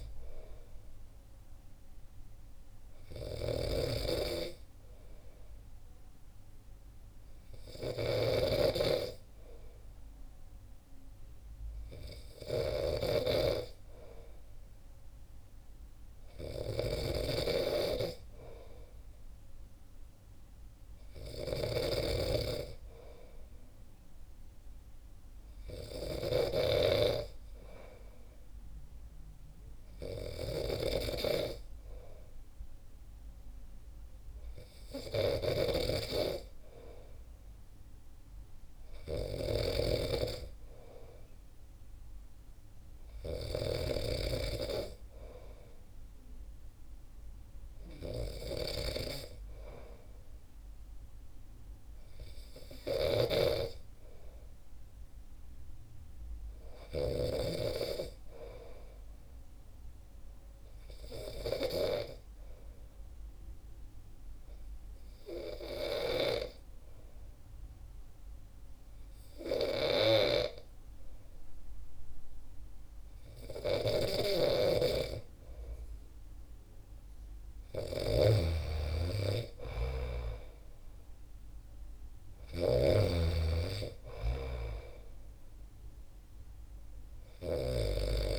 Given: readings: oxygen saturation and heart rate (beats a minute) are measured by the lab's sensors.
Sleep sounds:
breathing in sleep by a room microphone; 1
0.00-57.50 s: snoring (device-marked)
61.50-75.50 s: hypopnea (oxygen 94% before, 90% lowest, heart rate 66 before, 64 extreme, up 2 after)
74.00-88.39 s: snoring (device-marked)
78.50-82.00 s: arousal
83.00-88.39 s: oxygen desaturation (device-marked, oxygen 94% before, 90% lowest, heart rate 67 before, 63 extreme)
From the record:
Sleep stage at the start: N2 (light sleep); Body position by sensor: on the back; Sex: male

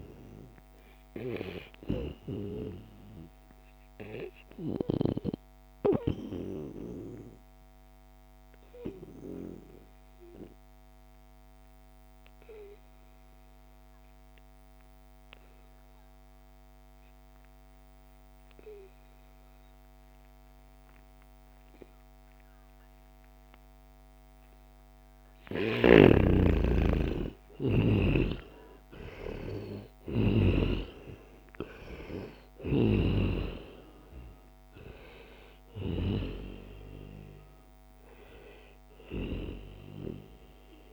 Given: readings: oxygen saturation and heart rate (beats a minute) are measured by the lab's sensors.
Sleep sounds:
breathing in sleep by a microphone on the trachea; 1
1.00-24.50 s: obstructive apnea (oxygen 93% before, 88% lowest, heart rate 79 before, 72 extreme, up 2 after)
24.50-40.93 s: oxygen desaturation (device-marked, oxygen 95% before, 88% lowest, heart rate 77 before, 69 extreme)
25.50-30.50 s: arousal
From the record:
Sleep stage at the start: N2 (light sleep); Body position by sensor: on the right side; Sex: male

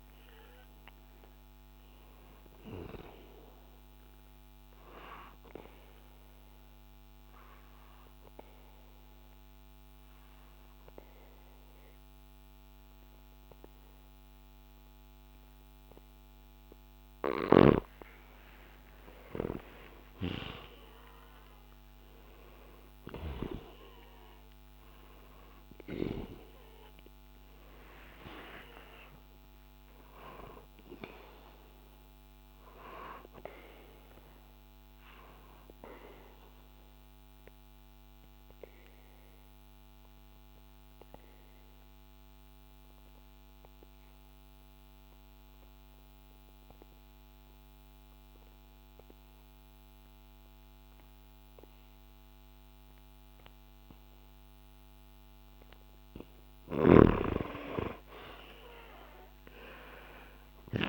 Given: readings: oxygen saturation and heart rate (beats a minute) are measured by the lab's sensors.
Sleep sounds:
breathing in sleep by a microphone on the trachea; 2
0.00-8.50 s: oxygen desaturation (device-marked, oxygen 93% lowest, heart rate 64 extreme)
4.50-17.50 s: obstructive apnea (oxygen 99% before, 90% lowest, heart rate 66 before, 64 extreme, up 1 after)
17.00-23.50 s: snoring (device-marked)
18.50-23.50 s: arousal
23.50-42.50 s: oxygen desaturation (device-marked, oxygen 98% before, 92% lowest, heart rate 68 before, 62 extreme)
35.00-55.00 s: obstructive apnea (oxygen 98% before, 89% lowest, heart rate 66 before, 62 extreme, up 1 after)
56.50-60.89 s: arousal
59.50-60.89 s: oxygen desaturation (device-marked, oxygen 97% before, 89% lowest, heart rate 65 before, 64 extreme)
From the record:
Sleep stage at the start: N2 (light sleep); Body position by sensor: on the back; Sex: male

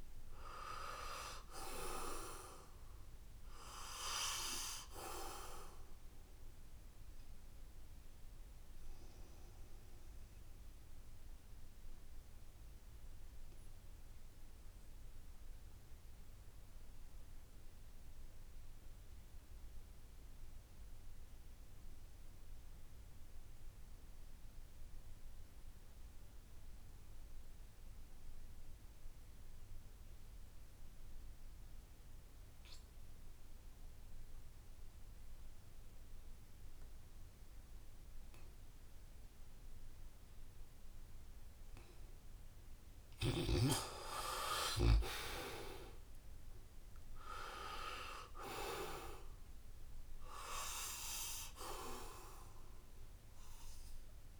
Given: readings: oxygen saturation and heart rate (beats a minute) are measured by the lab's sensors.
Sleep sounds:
breathing in sleep by a room microphone; 1
0.00-18.00 s: oxygen desaturation (device-marked, oxygen 82% lowest, heart rate 65 extreme)
9.50-41.50 s: obstructive apnea (oxygen 96% before, 80% lowest, heart rate 73 before, 65 extreme, up 4 after)
36.00-54.40 s: oxygen desaturation (device-marked, oxygen 96% before, 80% lowest, heart rate 70 before, 66 extreme)
From the record:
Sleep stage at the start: N2 (light sleep); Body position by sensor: on the back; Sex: male

